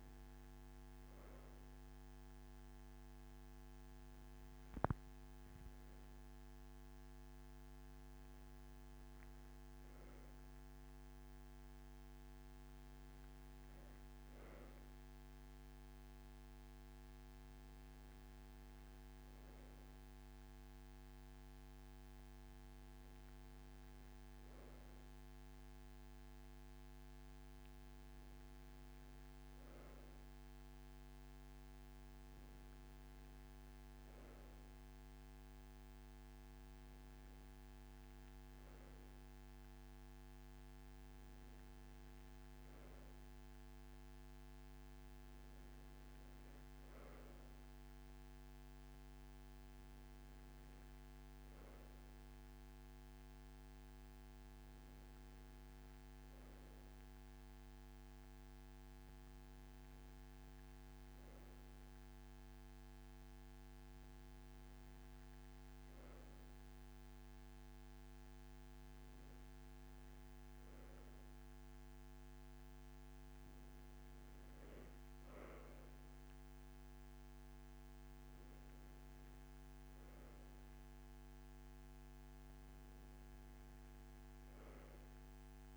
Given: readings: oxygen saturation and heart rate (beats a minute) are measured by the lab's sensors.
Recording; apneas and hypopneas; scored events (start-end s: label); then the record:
breathing in sleep, hard to hear, by a microphone on the trachea; none
none scored
From the record:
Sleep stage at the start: N2 (light sleep); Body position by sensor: on the right side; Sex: male